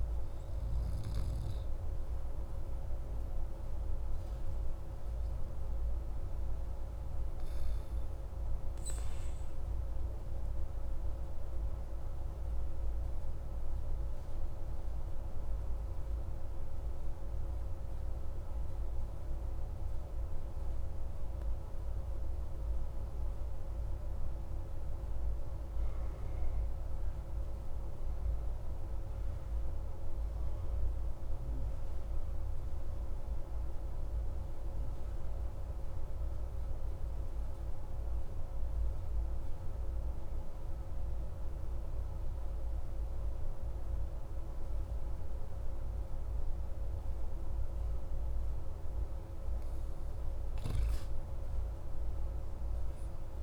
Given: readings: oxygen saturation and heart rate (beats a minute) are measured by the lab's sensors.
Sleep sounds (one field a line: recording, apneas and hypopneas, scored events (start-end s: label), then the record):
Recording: breathing in sleep, hard to hear, by a room microphone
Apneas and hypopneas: 1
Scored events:
12.00-47.50 s: obstructive apnea (oxygen 95% before, 91% lowest)
51.50-53.43 s: arousal
From the record:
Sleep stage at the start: N2 (light sleep)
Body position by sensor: on the back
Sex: male